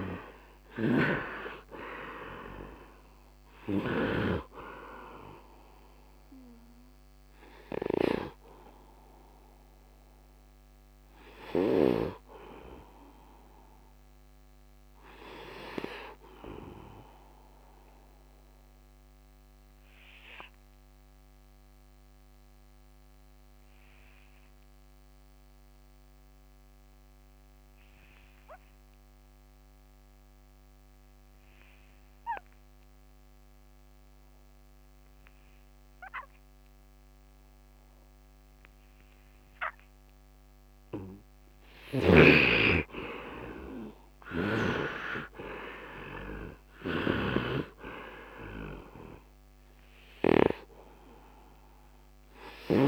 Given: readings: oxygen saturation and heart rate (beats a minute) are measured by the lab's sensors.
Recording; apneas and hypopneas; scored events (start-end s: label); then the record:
breathing in sleep by a microphone on the trachea; 1
0.00-4.00 s: snoring (device-marked)
0.00-28.50 s: oxygen desaturation (device-marked, oxygen 63% lowest, heart rate 70 extreme)
6.50-41.00 s: obstructive apnea (oxygen 84% before, 63% lowest, heart rate 79 before, 70 extreme, up 12 after)
30.50-52.88 s: oxygen desaturation (device-marked, oxygen 100% before, 69% lowest, heart rate 75 before, 71 extreme)
43.00-47.00 s: arousal
46.50-50.00 s: snoring (device-marked)
From the record:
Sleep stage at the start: N2 (light sleep); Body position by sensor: on the right side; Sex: male